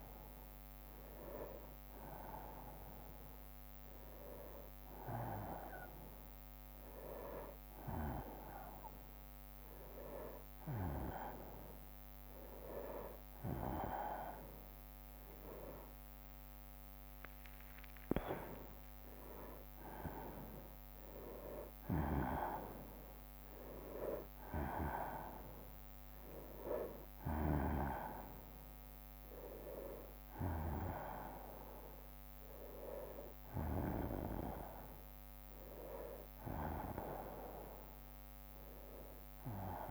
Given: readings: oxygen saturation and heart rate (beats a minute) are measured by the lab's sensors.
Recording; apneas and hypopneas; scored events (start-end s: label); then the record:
a person awake in a sleep study, by a microphone on the trachea; none
2.50-4.50 s: long interval between heartbeats (device-marked, heart rate 74 before, 80 extreme)
4.00-6.00 s: tachycardia (device-marked, heart rate 68 before, 98 extreme)
4.50-6.50 s: long interval between heartbeats (device-marked, heart rate 72 before, 97 extreme)
7.50-9.50 s: long interval between heartbeats (device-marked, heart rate 72 before, 102 extreme)
8.00-11.00 s: tachycardia (device-marked, heart rate 68 before, 104 extreme)
11.00-13.00 s: long interval between heartbeats (device-marked, heart rate 76 before, 105 extreme)
15.00-20.00 s: bradycardia (device-marked, heart rate 69 before, 58 extreme)
19.00-22.00 s: drop in pulse transit time (device-marked, heart rate 88 before, 54 extreme)
26.00-38.00 s: drop in pulse transit time (device-marked, heart rate 81 before, 65 extreme)
35.00-39.91 s: bradycardia (device-marked, heart rate 69 before, 51 extreme)
35.00-39.91 s: new sleep stage, N1 (lightest sleep)
From the record:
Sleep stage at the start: awake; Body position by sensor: on the right side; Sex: male